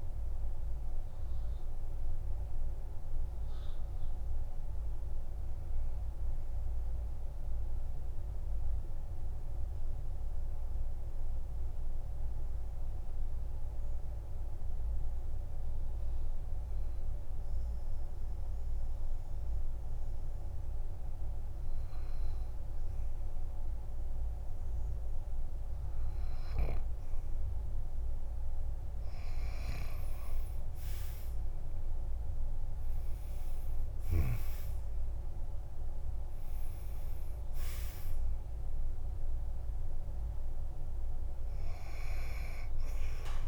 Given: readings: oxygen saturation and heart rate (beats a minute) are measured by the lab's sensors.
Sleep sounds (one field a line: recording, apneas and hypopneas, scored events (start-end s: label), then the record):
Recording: breathing in sleep, hard to hear, by a room microphone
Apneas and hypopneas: 1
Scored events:
0.00-16.00 s: oxygen desaturation (device-marked, oxygen 93% lowest, heart rate 45 extreme)
6.50-23.50 s: mixed apnea (oxygen 98% before, 93% lowest, heart rate 72 before, 45 extreme, up 11 after)
28.50-33.00 s: arousal
33.00-43.48 s: oxygen desaturation (device-marked, oxygen 99% before, 94% lowest, heart rate 51 before, 48 extreme)
From the record:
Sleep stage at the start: N2 (light sleep)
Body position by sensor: on the back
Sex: male